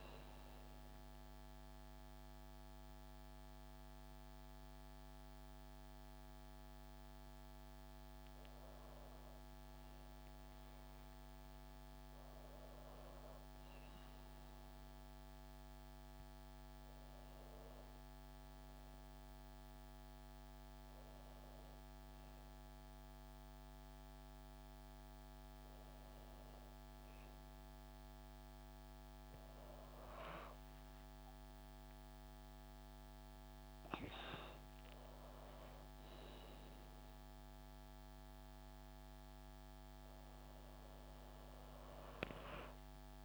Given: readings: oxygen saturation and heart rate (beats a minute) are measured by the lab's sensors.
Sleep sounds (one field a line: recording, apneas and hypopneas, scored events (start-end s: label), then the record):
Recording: a person awake in a sleep study, hard to hear, by a microphone on the trachea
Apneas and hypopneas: none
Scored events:
none scored
From the record:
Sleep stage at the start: awake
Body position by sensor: on the back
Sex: female